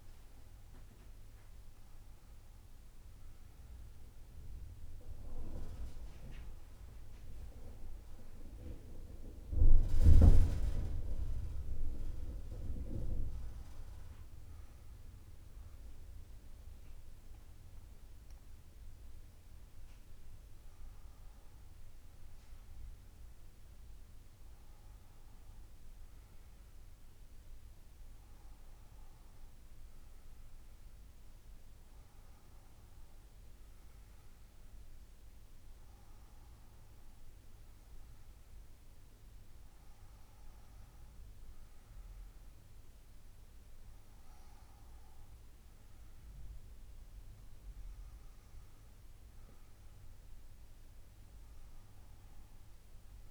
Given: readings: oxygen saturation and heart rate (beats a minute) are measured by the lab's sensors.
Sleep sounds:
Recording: a person awake in a sleep study, by a room microphone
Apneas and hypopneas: none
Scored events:
29.00-53.31 s: new sleep stage, N1 (lightest sleep)
From the record:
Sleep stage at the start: awake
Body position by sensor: on the back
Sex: female

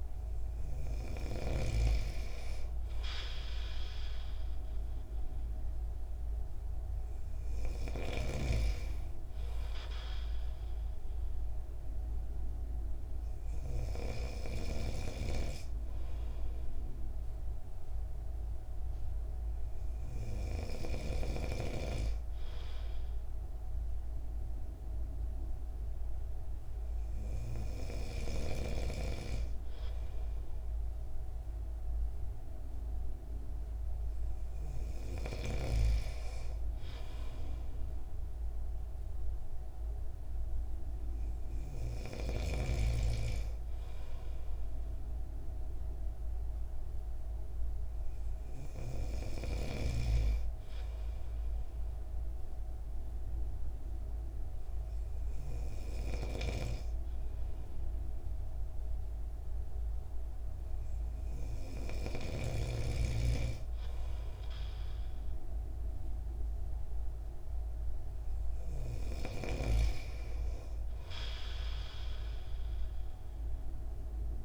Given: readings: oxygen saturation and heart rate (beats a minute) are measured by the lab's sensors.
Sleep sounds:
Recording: breathing in sleep by a room microphone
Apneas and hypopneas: none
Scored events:
8.00-14.50 s: snoring (device-marked)
56.00-62.50 s: snoring (device-marked)
From the record:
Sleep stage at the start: N2 (light sleep)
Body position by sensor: on the right side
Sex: male

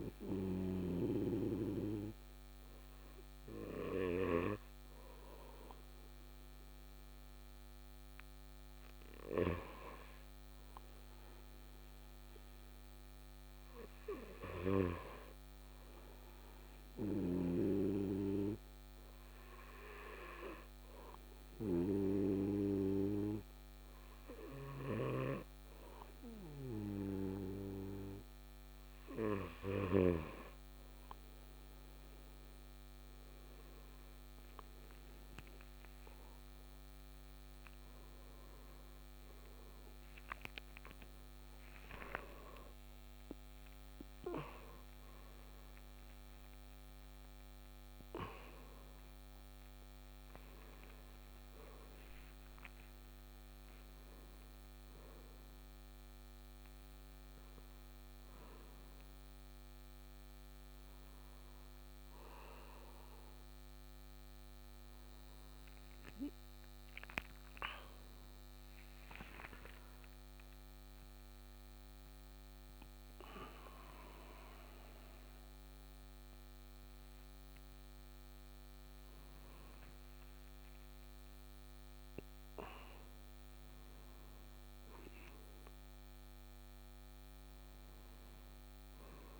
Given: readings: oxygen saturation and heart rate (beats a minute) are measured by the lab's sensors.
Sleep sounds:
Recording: a person awake in a sleep study, by a microphone on the trachea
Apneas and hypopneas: none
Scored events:
24.50-30.00 s: snoring (device-marked)
33.00-89.40 s: new sleep stage, awake
From the record:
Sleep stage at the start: N2 (light sleep)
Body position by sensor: on the right side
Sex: male

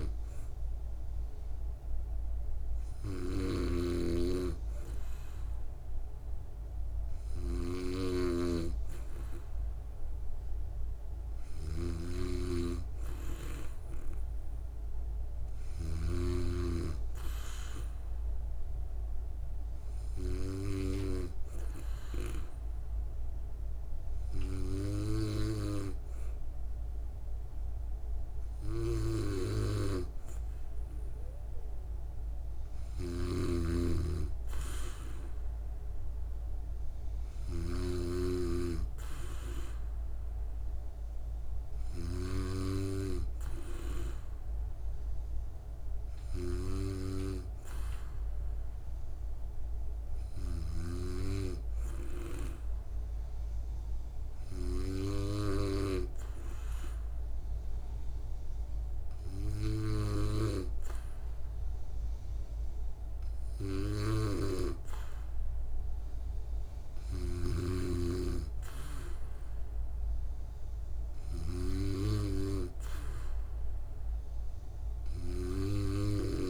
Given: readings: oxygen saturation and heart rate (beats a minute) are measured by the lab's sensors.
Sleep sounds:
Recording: breathing in sleep by a room microphone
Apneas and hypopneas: 1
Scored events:
0.00-16.50 s: snoring (device-marked)
33.00-42.50 s: snoring (device-marked)
54.00-65.00 s: hypopnea (oxygen 96% before, 94% lowest, heart rate 67 before, 66 extreme, up 3 after)
68.50-72.00 s: arousal
75.00-76.50 s: snoring (device-marked)
From the record:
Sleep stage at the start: N2 (light sleep)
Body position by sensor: on the back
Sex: female

